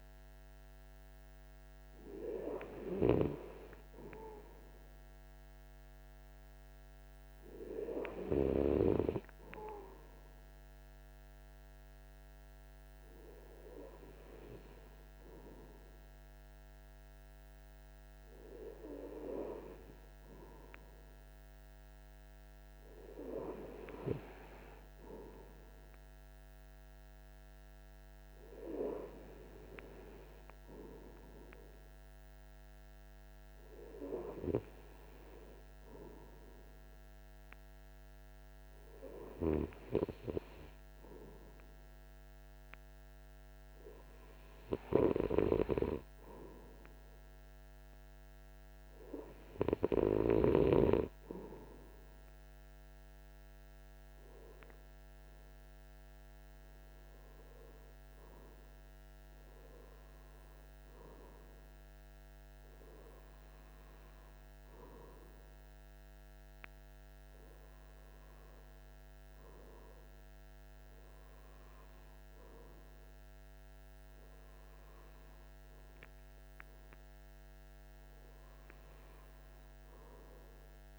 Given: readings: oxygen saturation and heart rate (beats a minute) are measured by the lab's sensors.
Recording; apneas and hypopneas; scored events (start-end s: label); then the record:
breathing in sleep by a microphone on the trachea; none
60.00-80.99 s: new sleep stage, REM sleep
From the record:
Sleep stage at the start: N2 (light sleep); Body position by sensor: on the right side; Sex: male